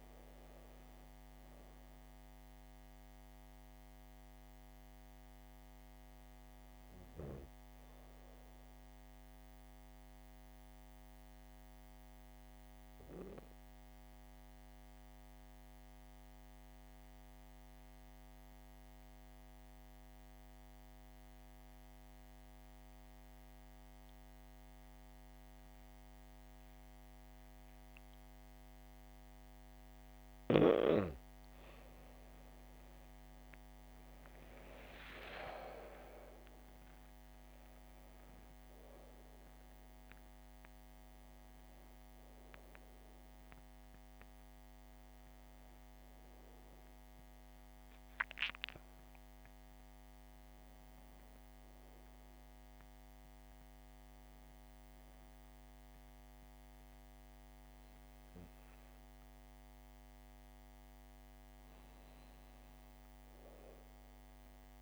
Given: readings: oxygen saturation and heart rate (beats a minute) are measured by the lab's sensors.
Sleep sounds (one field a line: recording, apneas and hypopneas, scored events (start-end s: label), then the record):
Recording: breathing in sleep by a microphone on the trachea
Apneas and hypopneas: 1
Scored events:
10.50-30.50 s: obstructive apnea (oxygen 98% before, 91% lowest, heart rate 72 before, 67 extreme, up 4 after)
26.50-47.50 s: oxygen desaturation (device-marked, oxygen 99% before, 91% lowest, heart rate 68 before, 68 extreme)
32.00-37.50 s: arousal
60.00-63.00 s: arousal
From the record:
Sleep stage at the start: N2 (light sleep)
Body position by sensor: on the back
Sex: female